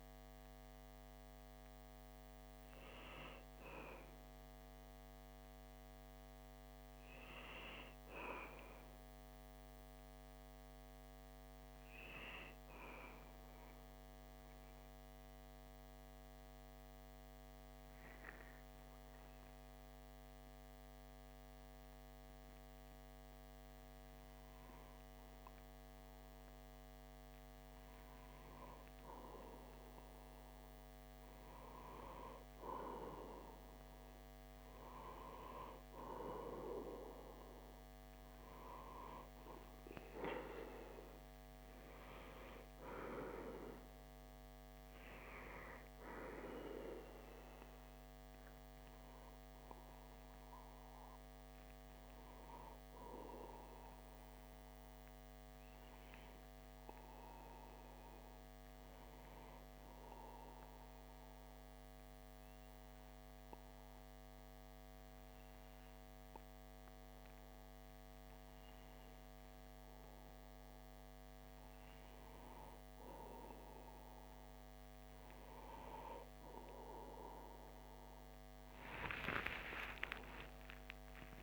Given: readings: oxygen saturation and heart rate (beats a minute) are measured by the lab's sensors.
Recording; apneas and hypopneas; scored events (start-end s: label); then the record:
breathing in sleep by a microphone on the trachea; 2
13.00-26.00 s: obstructive apnea (oxygen 98% before, 95% lowest)
28.50-33.50 s: arousal
59.50-71.50 s: obstructive apnea (oxygen 97% before, 95% lowest)
75.50-80.00 s: arousal
From the record:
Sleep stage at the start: REM sleep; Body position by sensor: on the back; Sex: male